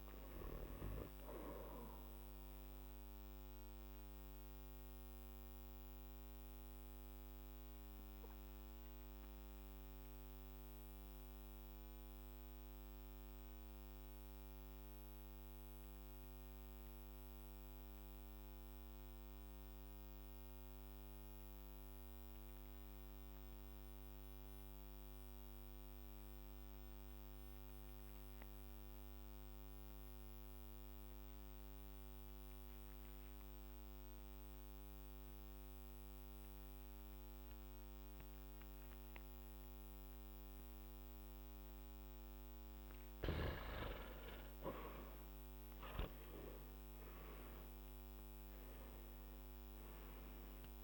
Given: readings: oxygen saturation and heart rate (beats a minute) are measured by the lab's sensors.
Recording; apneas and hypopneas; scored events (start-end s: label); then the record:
breathing in sleep by a microphone on the trachea; 1
5.00-42.00 s: obstructive apnea (oxygen 99% before, 85% lowest, heart rate 61 before, 48 extreme, up 10 after)
9.50-26.50 s: oxygen desaturation (device-marked, oxygen 97% before, 88% lowest, heart rate 60 before, 53 extreme)
42.50-50.84 s: oxygen desaturation (device-marked, oxygen 99% before, 85% lowest, heart rate 55 before, 48 extreme)
44.50-49.50 s: arousal
From the record:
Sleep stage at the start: N2 (light sleep); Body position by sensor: on the back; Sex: male